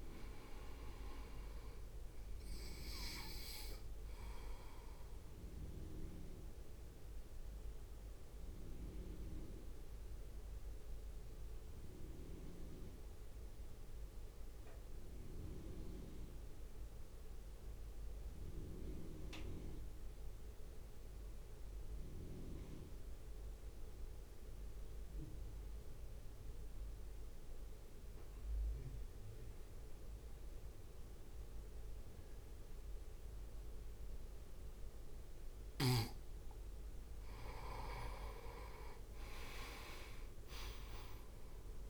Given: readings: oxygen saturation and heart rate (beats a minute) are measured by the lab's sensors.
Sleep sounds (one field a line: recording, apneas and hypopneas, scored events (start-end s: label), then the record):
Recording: breathing in sleep by a room microphone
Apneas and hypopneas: 1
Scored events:
0.00-11.50 s: drop in pulse transit time (device-marked, heart rate 50 extreme)
0.00-26.50 s: oxygen desaturation (device-marked, oxygen 87% lowest, heart rate 50 extreme)
4.50-35.50 s: mixed apnea (oxygen 98% before, 87% lowest, heart rate 58 before, 50 extreme, up 7 after)
38.00-41.50 s: arousal
From the record:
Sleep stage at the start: N2 (light sleep)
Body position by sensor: on the right side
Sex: male